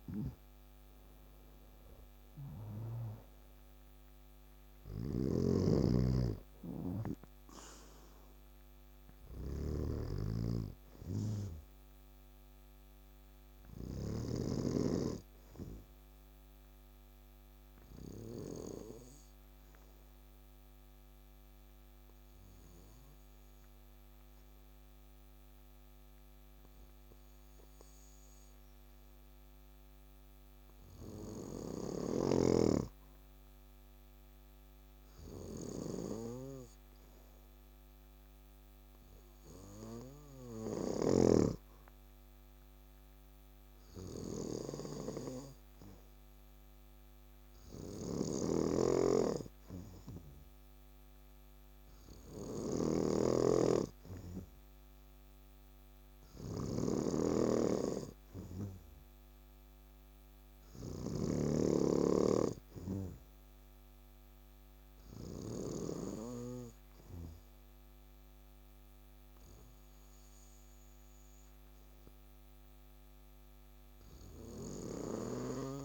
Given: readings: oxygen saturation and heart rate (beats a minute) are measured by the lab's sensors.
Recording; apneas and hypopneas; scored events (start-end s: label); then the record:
breathing in sleep by a microphone on the trachea; none
0.00-11.50 s: oxygen desaturation (device-marked, oxygen 93% lowest, heart rate 61 extreme)
4.50-14.00 s: snoring (device-marked)
41.50-53.50 s: oxygen desaturation (device-marked, oxygen 99% before, 95% lowest, heart rate 62 before, 62 extreme)
48.00-61.00 s: snoring (device-marked)
56.50-75.85 s: new sleep stage, N3 (deep sleep)
From the record:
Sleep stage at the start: N2 (light sleep); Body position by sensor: on the back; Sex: male